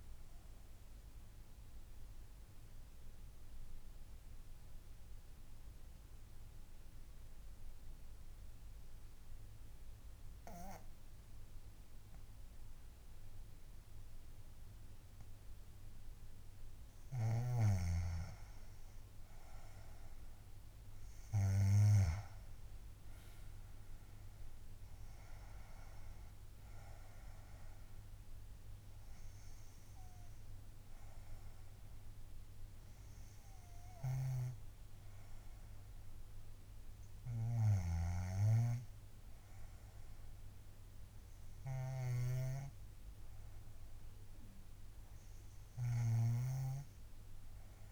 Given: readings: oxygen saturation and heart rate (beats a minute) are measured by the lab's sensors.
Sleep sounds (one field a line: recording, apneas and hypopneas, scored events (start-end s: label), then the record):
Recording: breathing in sleep by a room microphone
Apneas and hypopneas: 1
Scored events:
1.00-17.00 s: obstructive apnea (oxygen 99% before, 88% lowest, heart rate 62 before, 63 extreme, up 7 after)
12.50-42.50 s: oxygen desaturation (device-marked, oxygen 96% before, 88% lowest, heart rate 65 before, 63 extreme)
23.50-27.00 s: arousal
From the record:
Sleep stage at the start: N2 (light sleep)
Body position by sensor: on the back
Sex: female